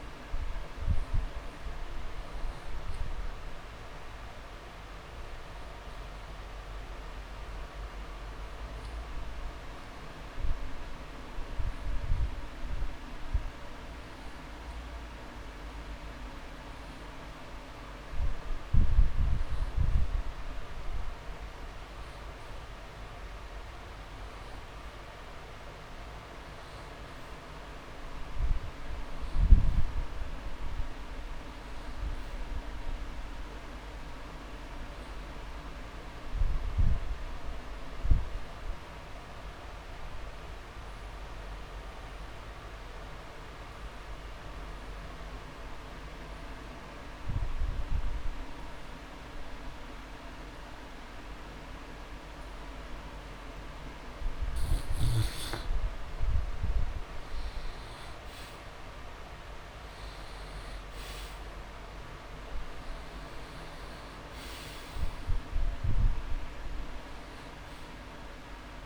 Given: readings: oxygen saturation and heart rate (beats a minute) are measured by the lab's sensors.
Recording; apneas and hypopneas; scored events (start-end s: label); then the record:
breathing in sleep, hard to hear, by a room microphone; 1
0.00-23.00 s: oxygen desaturation (device-marked, oxygen 88% lowest)
15.50-17.50 s: long interval between heartbeats (device-marked)
30.50-32.50 s: long interval between heartbeats (device-marked)
31.00-35.00 s: arousal
38.50-55.00 s: obstructive apnea (oxygen 99% before, 88% lowest)
40.00-42.00 s: long interval between heartbeats (device-marked)
44.00 s: drop in pulse transit time (device-marked)
52.00-54.00 s: drop in pulse transit time (device-marked)
58.50-62.00 s: arousal
60.50-62.50 s: long interval between heartbeats (device-marked)
64.00-68.86 s: oxygen desaturation (device-marked, oxygen 97% before, 88% lowest)
From the record:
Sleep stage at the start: N2 (light sleep); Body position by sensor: on the back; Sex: male